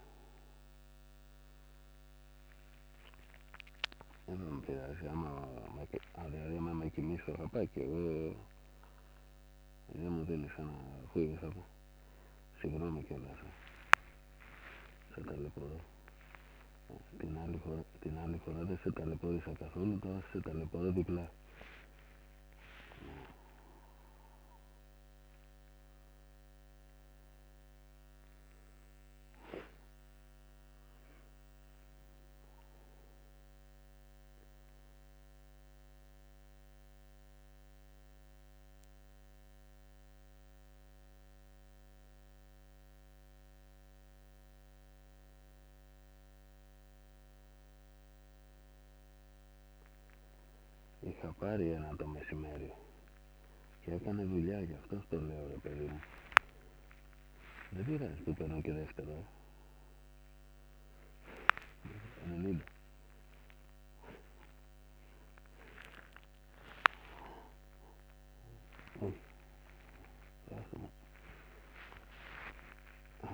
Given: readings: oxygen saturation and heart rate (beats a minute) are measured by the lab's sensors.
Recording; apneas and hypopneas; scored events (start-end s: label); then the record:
a person awake in a sleep study, by a microphone on the trachea; none
12.00-20.50 s: snoring (device-marked)
13.00-15.00 s: long interval between heartbeats (device-marked, heart rate 86 before, 90 extreme)
53.50-62.00 s: snoring (device-marked)
55.50-57.50 s: long interval between heartbeats (device-marked, heart rate 81 before, 92 extreme)
63.00-65.00 s: long interval between heartbeats (device-marked, heart rate 87 before, 90 extreme)
66.50-68.50 s: long interval between heartbeats (device-marked, heart rate 90 before, 139 extreme)
68.50-70.50 s: long interval between heartbeats (device-marked, heart rate 96 before, 165 extreme)
71.50-73.34 s: long interval between heartbeats (device-marked, heart rate 109 before, 120 extreme)
From the record:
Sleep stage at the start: awake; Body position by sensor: on the back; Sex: male